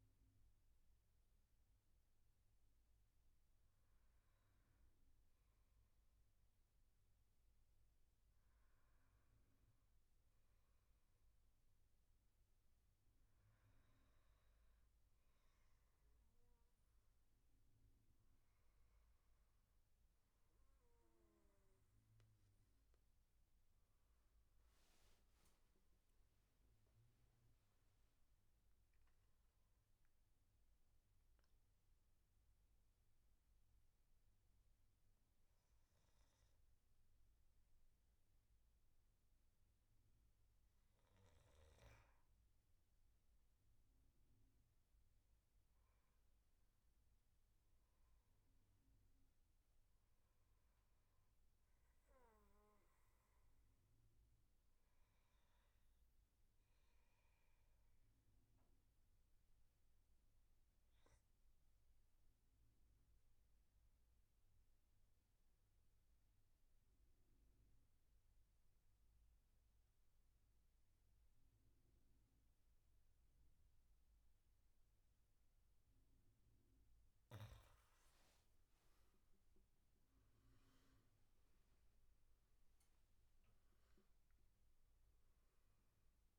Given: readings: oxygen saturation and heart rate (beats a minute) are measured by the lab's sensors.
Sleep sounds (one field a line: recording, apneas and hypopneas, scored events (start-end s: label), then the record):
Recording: breathing in sleep, hard to hear, by a room microphone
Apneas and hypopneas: 2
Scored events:
23.50-27.00 s: arousal
23.50-86.38 s: new sleep stage, N2 (light sleep)
29.00-40.50 s: mixed apnea (oxygen 98% before, 92% lowest, heart rate 72 before, 69 extreme, up 8 after)
43.50-47.50 s: arousal
57.00-75.50 s: obstructive apnea (oxygen 97% before, 92% lowest, heart rate 74 before, 68 extreme, up 10 after)
78.00-82.00 s: arousal
78.50-86.38 s: oxygen desaturation (device-marked, oxygen 97% before, 92% lowest, heart rate 73 before, 63 extreme)
From the record:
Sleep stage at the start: N1 (lightest sleep)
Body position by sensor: on the back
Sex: male